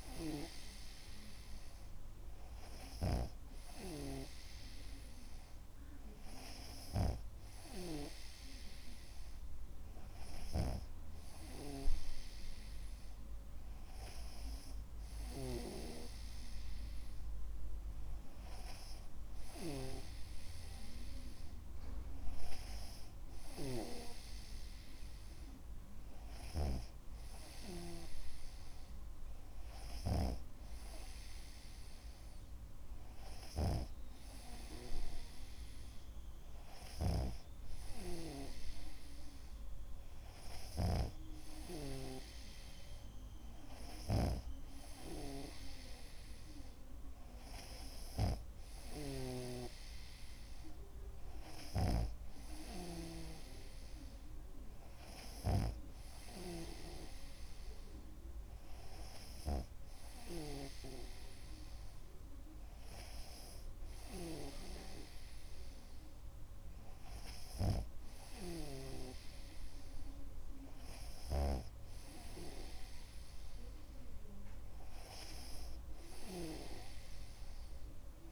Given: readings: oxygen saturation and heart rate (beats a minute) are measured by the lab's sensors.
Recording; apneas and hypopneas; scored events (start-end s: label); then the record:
breathing in sleep by a room microphone; none
0.00-4.00 s: snoring (device-marked)
20.00-50.00 s: snoring (device-marked)
52.00-56.50 s: snoring (device-marked)
68.00-72.00 s: snoring (device-marked)
From the record:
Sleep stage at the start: N2 (light sleep); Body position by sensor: on the back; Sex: male